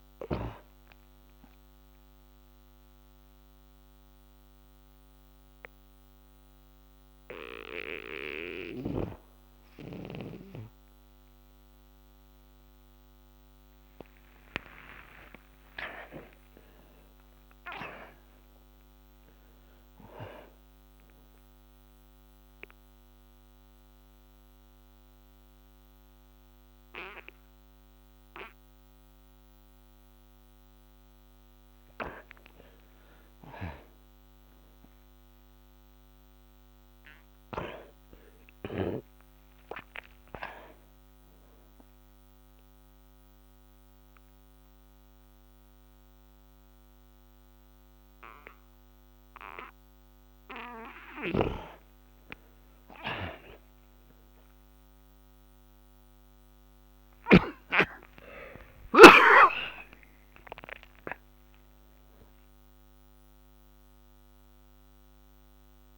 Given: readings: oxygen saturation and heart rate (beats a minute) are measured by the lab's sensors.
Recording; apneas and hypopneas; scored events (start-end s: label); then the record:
breathing in sleep by a microphone on the trachea; 3
0.00-14.00 s: oxygen desaturation (device-marked, oxygen 80% lowest, heart rate 54 extreme)
1.50-13.50 s: obstructive apnea (oxygen 98% before, 77% lowest, heart rate 93 before, 54 extreme, up 15 after)
14.50-18.50 s: arousal
22.00-32.50 s: obstructive apnea (oxygen 97% before, 77% lowest, heart rate 65 before, 57 extreme, up 51 after)
24.00-39.00 s: oxygen desaturation (device-marked, oxygen 97% before, 77% lowest, heart rate 65 before, 57 extreme)
34.00-38.50 s: arousal
42.50-52.50 s: mixed apnea (oxygen 97% before, 81% lowest, heart rate 76 before, 56 extreme, up 22 after)
51.00-61.00 s: oxygen desaturation (device-marked, oxygen 94% before, 86% lowest, heart rate 75 before, 54 extreme)
53.50-58.50 s: arousal
63.00-65.98 s: oxygen desaturation (device-marked, oxygen 94% before, 88% lowest, heart rate 65 before, 54 extreme)
From the record:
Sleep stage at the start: N2 (light sleep); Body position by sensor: on the back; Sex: male